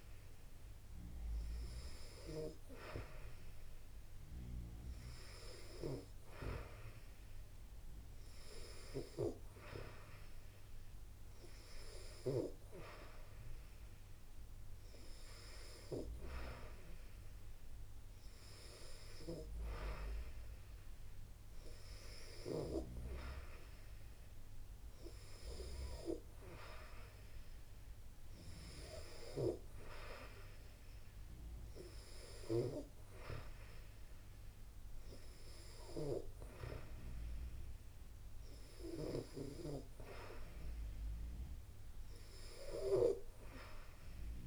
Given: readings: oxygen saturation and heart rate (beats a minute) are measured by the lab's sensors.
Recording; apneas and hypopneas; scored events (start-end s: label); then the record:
breathing in sleep by a room microphone; none
none scored
From the record:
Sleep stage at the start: N2 (light sleep); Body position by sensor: on the back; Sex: female